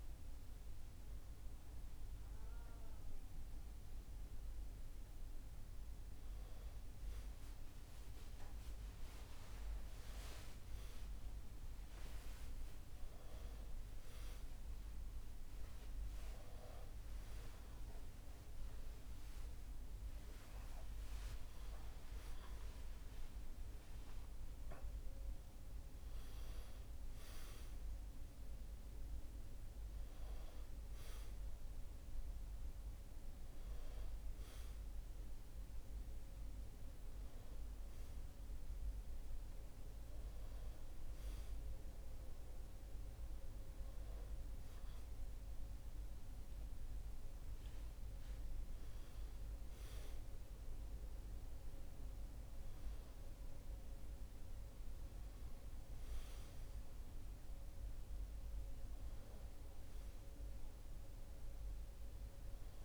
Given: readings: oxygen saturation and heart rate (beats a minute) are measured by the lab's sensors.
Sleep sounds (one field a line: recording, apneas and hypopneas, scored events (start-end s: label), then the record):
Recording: a person awake in a sleep study, hard to hear, by a room microphone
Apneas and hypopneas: none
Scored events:
none scored
From the record:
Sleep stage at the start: awake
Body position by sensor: on the back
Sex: male